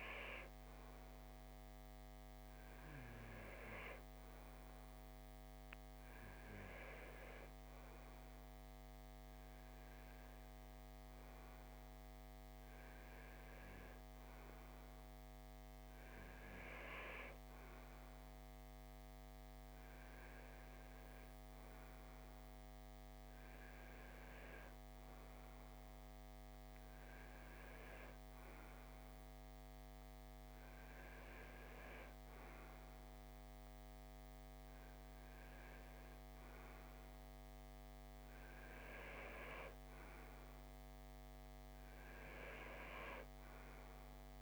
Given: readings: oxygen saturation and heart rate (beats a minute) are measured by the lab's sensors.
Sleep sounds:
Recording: breathing in sleep by a microphone on the trachea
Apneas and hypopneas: none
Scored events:
0.00-7.50 s: oxygen desaturation (device-marked, oxygen 84% lowest, heart rate 70 extreme)
From the record:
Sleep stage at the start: REM sleep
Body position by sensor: on the right side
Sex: male

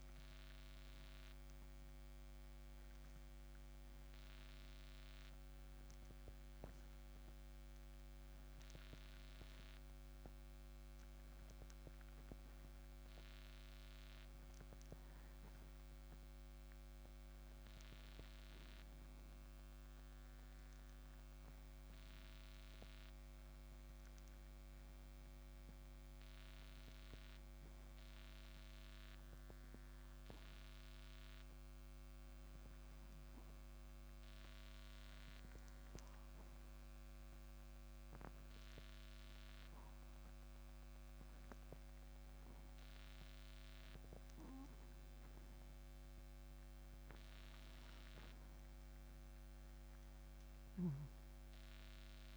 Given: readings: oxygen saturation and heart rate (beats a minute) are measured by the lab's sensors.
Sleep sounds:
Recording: breathing in sleep, hard to hear, by a microphone on the trachea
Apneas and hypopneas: 1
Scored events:
21.00-25.00 s: arousal
31.50-46.50 s: hypopnea (oxygen 95% before, 92% lowest)
48.50-52.37 s: arousal
From the record:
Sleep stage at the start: N2 (light sleep)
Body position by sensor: on the right side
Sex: male

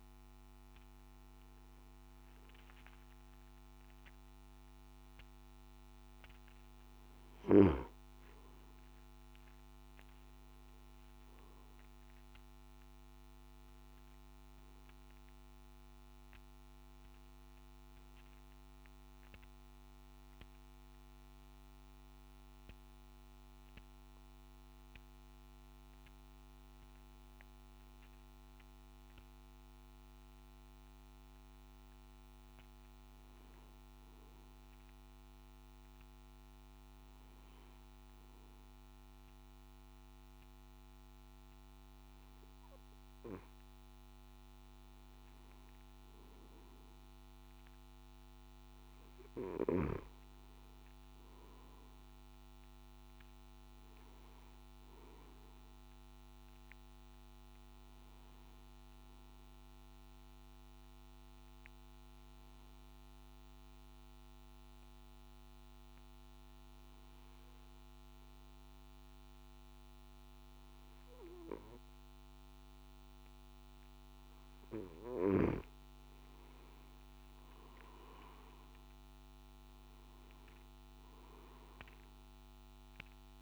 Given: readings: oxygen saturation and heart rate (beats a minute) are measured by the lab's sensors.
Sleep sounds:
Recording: breathing in sleep, hard to hear, by a microphone on the trachea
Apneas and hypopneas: 2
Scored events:
0.00-20.50 s: oxygen desaturation (device-marked, oxygen 88% lowest, heart rate 53 extreme)
19.50-43.00 s: hypopnea (oxygen 96% before, 93% lowest, heart rate 60 before, 51 extreme, up 5 after)
40.50-74.50 s: oxygen desaturation (device-marked, oxygen 99% before, 95% lowest, heart rate 54 before, 51 extreme)
59.50-75.00 s: obstructive apnea (oxygen 99% before, 89% lowest, heart rate 55 before, 52 extreme, up 8 after)
81.50-83.41 s: oxygen desaturation (device-marked, oxygen 97% before, 93% lowest, heart rate 55 before, 52 extreme)
From the record:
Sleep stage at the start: N2 (light sleep)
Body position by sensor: on the back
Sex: male

